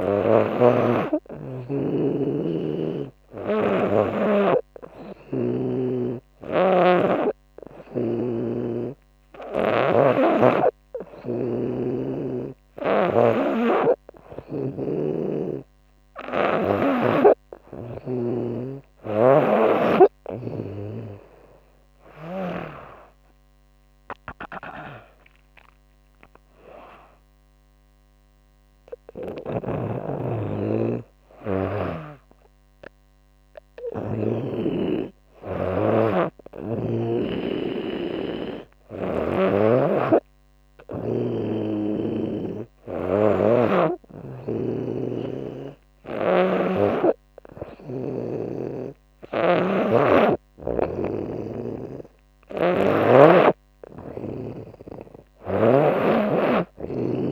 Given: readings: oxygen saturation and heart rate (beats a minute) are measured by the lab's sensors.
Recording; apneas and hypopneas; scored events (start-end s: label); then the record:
breathing in sleep by a microphone on the trachea; none
0.00-3.50 s: snoring (device-marked)
5.50-9.00 s: snoring (device-marked)
18.50-22.00 s: snoring (device-marked)
24.00-27.00 s: arousal
43.50-47.50 s: snoring (device-marked)
From the record:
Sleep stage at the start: N2 (light sleep); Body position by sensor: on the back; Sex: female